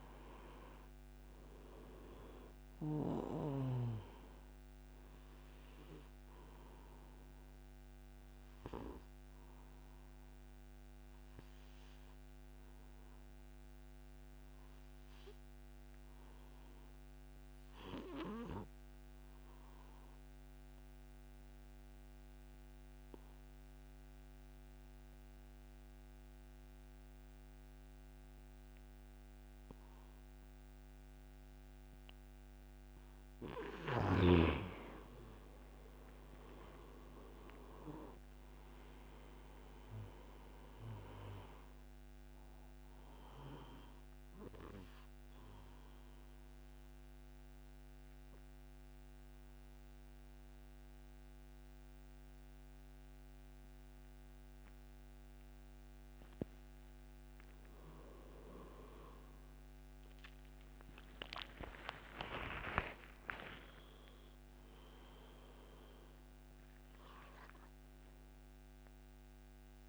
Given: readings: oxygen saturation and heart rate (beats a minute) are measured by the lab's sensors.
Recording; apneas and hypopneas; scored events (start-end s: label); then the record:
breathing in sleep by a microphone on the trachea; 2
0.00-1.50 s: arousal
1.50-18.50 s: oxygen desaturation (device-marked, oxygen 98% before, 89% lowest)
9.00-31.50 s: obstructive apnea (oxygen 98% before, 85% lowest)
31.50-50.50 s: oxygen desaturation (device-marked, oxygen 98% before, 85% lowest)
34.50-38.50 s: arousal
44.50-57.00 s: mixed apnea (oxygen 98% before, 85% lowest)
59.00-63.50 s: arousal
From the record:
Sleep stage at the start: N2 (light sleep); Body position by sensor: on the back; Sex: male